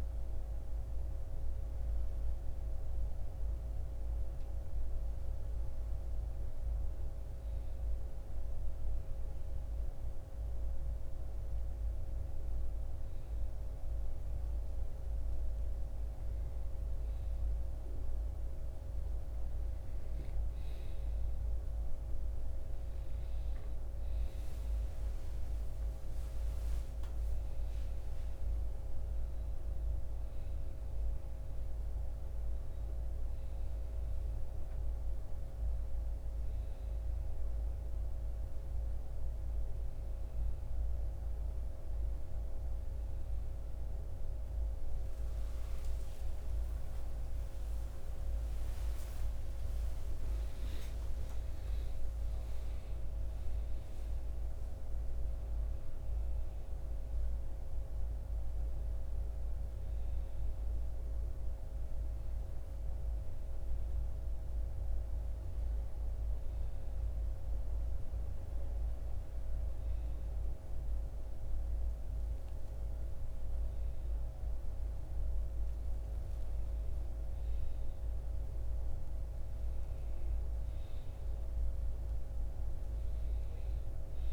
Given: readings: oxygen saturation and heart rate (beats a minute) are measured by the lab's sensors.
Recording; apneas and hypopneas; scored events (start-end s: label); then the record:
breathing in sleep, hard to hear, by a room microphone; none
0.00-22.50 s: oxygen desaturation (device-marked, oxygen 93% lowest, heart rate 57 extreme)
26.00-30.00 s: arousal
30.50-46.50 s: oxygen desaturation (device-marked, oxygen 97% before, 90% lowest, heart rate 59 before, 63 extreme)
47.50-53.50 s: arousal
From the record:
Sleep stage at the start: N1 (lightest sleep); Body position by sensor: on the right side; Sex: male